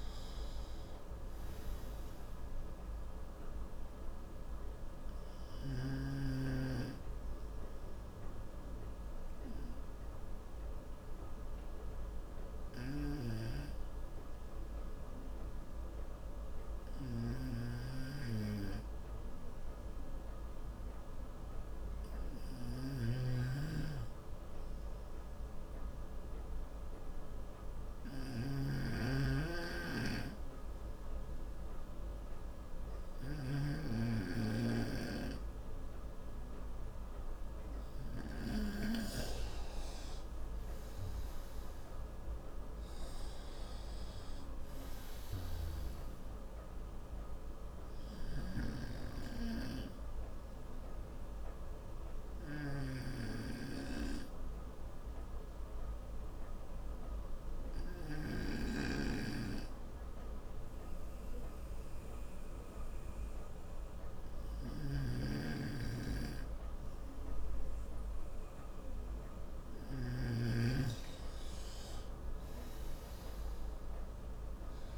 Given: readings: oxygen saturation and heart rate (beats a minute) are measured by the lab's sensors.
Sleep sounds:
breathing in sleep by a room microphone; 2
1.00-19.00 s: oxygen desaturation (device-marked, oxygen 95% before, 90% lowest, heart rate 71 before, 61 extreme)
4.50-37.50 s: obstructive apnea (oxygen 95% before, 90% lowest, heart rate 71 before, 61 extreme, up 5 after)
17.50-34.00 s: snoring (device-marked)
37.00-71.00 s: oxygen desaturation (device-marked, oxygen 96% before, 91% lowest, heart rate 67 before, 63 extreme)
40.50-44.00 s: arousal
48.00-69.00 s: obstructive apnea (oxygen 97% before, 91% lowest, heart rate 70 before, 63 extreme, up 10 after)
48.50-59.00 s: snoring (device-marked)
65.00-71.00 s: snoring (device-marked)
72.50-74.98 s: arousal
From the record:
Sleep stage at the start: N2 (light sleep); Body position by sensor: on the right side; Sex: male

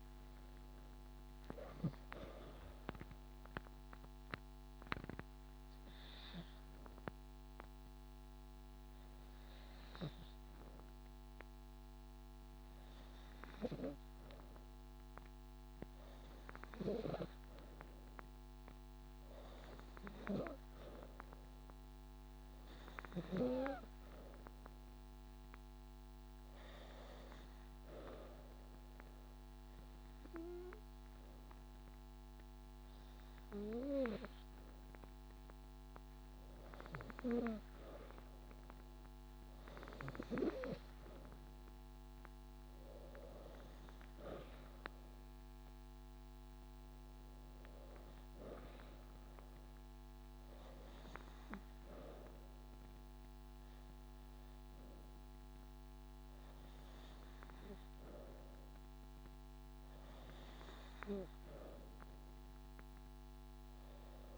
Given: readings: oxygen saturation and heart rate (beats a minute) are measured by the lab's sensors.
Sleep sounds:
breathing in sleep by a microphone on the trachea; 1
4.00-16.00 s: hypopnea (oxygen 96% before, 92% lowest)
18.00-22.50 s: arousal
21.50-27.50 s: drop in pulse transit time (device-marked)
32.50-34.50 s: long interval between heartbeats (device-marked)
35.00-37.00 s: long interval between heartbeats (device-marked)
44.50-46.50 s: long interval between heartbeats (device-marked)
46.50-48.50 s: long interval between heartbeats (device-marked)
From the record:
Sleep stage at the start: N2 (light sleep); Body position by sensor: on the back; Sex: female

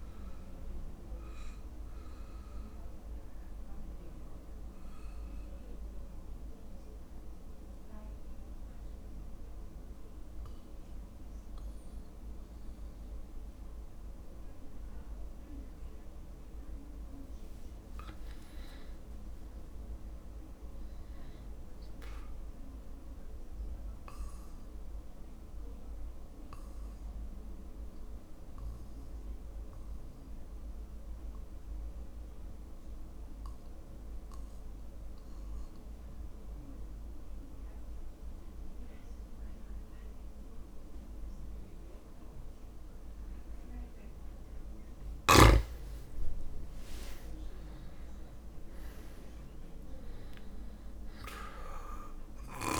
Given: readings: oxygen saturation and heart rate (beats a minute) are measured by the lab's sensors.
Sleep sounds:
breathing in sleep, hard to hear, by a room microphone; 2
0.00-18.00 s: oxygen desaturation (device-marked, oxygen 85% lowest, heart rate 54 extreme)
0.00-22.00 s: drop in pulse transit time (device-marked, heart rate 55 extreme)
0.50-17.50 s: obstructive apnea (oxygen 100% before, 85% lowest, heart rate 60 before, 54 extreme, up 2 after)
19.00-22.00 s: arousal
26.00-44.50 s: mixed apnea (oxygen 100% before, 92% lowest, heart rate 56 before, 53 extreme, up 12 after)
46.50-50.00 s: arousal
From the record:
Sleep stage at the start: N2 (light sleep); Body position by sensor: on the back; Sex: male

